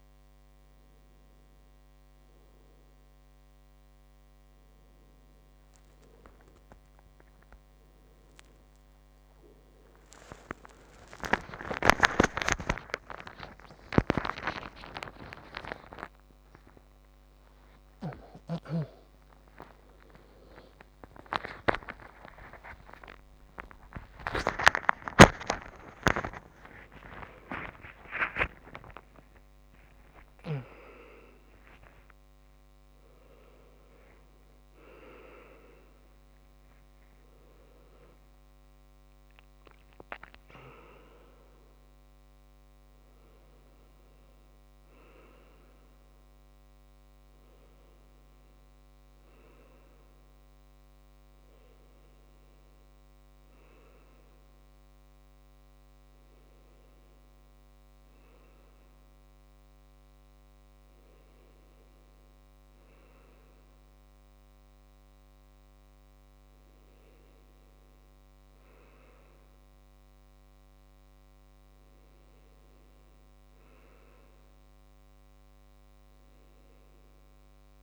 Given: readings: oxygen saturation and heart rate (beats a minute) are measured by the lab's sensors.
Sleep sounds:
a person partly awake in a sleep study, by a microphone on the trachea; none
2.00-24.00 s: oxygen desaturation (device-marked, oxygen 98% before, 93% lowest, heart rate 76 before, 83 extreme)
6.00-11.50 s: snoring (device-marked)
10.00-17.00 s: tachycardia (device-marked, heart rate 76 before, 124 extreme)
10.50-12.50 s: long interval between heartbeats (device-marked, heart rate 79 before, 95 extreme)
14.00-16.00 s: long interval between heartbeats (device-marked, heart rate 84 before, 119 extreme)
18.00-25.00 s: snoring (device-marked)
18.00-31.00 s: tachycardia (device-marked, heart rate 77 before, 118 extreme)
20.00-50.00 s: new sleep stage, awake
28.50-30.50 s: long interval between heartbeats (device-marked, heart rate 105 before, 109 extreme)
50.00-77.83 s: new sleep stage, N1 (lightest sleep)
From the record:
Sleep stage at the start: N2 (light sleep); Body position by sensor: on the right side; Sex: male

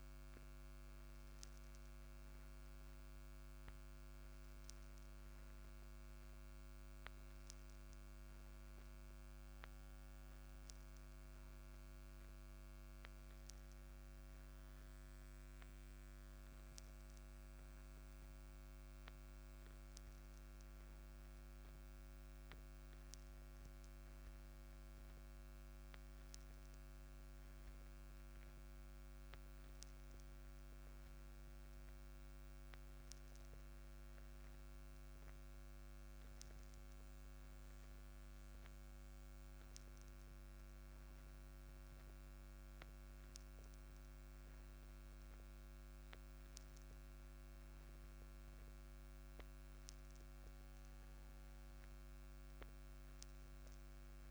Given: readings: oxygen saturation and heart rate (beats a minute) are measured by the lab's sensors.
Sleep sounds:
a person awake in a sleep study, hard to hear, by a microphone on the trachea; none
none scored
From the record:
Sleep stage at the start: awake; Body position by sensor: on the back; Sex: male

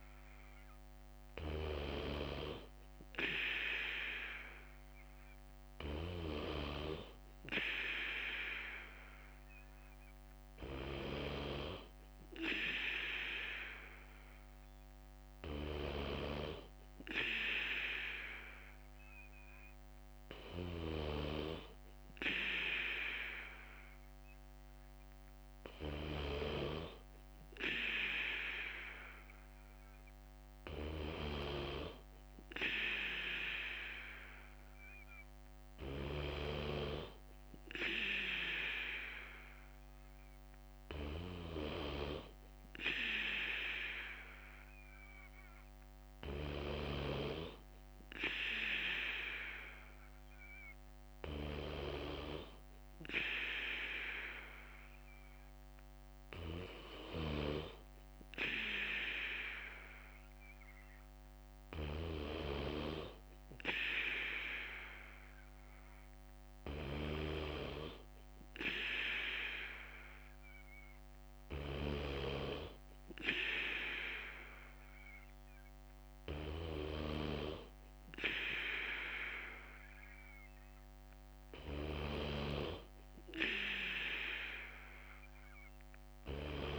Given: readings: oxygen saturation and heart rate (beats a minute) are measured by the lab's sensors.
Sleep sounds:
breathing in sleep by a microphone on the trachea; none
8.50-43.50 s: bradycardia (device-marked, heart rate 58 before, 57 extreme)
48.50-59.50 s: bradycardia (device-marked, heart rate 59 before, 57 extreme)
62.50-64.50 s: bradycardia (device-marked, heart rate 59 before, 60 extreme)
71.50-77.50 s: bradycardia (device-marked, heart rate 59 before, 59 extreme)
From the record:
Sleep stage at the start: N2 (light sleep); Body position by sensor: on the back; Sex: male

